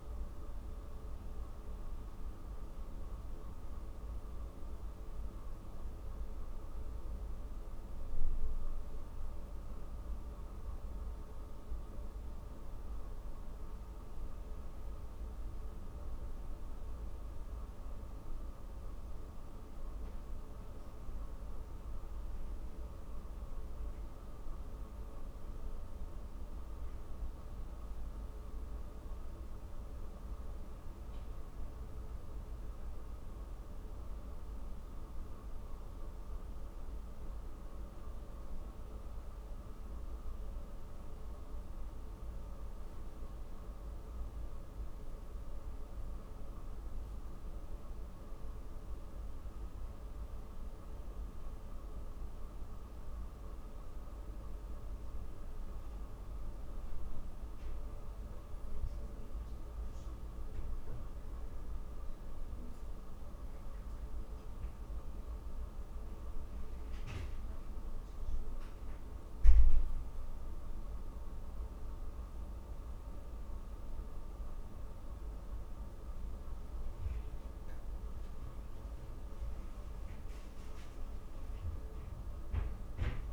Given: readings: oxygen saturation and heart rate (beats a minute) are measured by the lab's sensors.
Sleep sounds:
breathing in sleep, hard to hear, by a room microphone; none
none scored
From the record:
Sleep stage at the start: N2 (light sleep); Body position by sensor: on the back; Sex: female

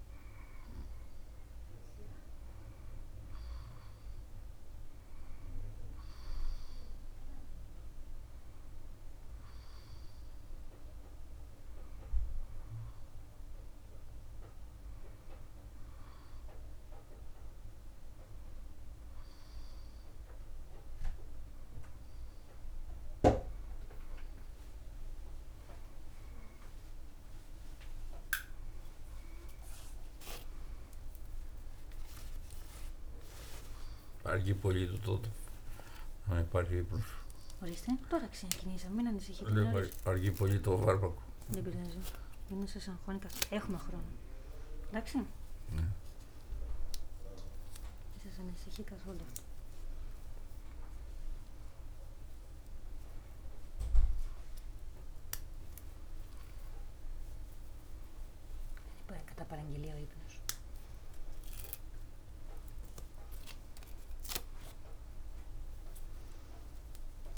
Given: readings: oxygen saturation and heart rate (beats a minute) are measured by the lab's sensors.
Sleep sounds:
a person awake in a sleep study, by a room microphone; none
35.00-40.50 s: snoring (device-marked)
From the record:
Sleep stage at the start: awake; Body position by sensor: on the back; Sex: male

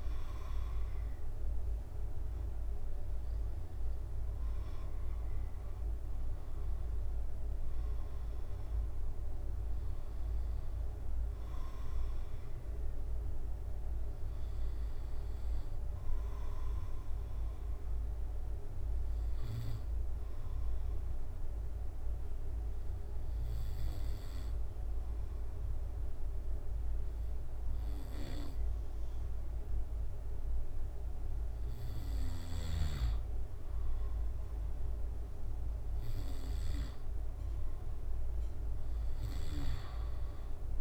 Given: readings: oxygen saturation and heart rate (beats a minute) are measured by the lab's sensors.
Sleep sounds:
breathing in sleep, hard to hear, by a room microphone; 1
5.50-9.50 s: arousal
15.50-31.00 s: obstructive apnea (oxygen 95% before, 93% lowest, heart rate 73 before, 68 extreme, up 5 after)
35.50-39.50 s: arousal
From the record:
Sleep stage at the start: N2 (light sleep); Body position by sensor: on the back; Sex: male

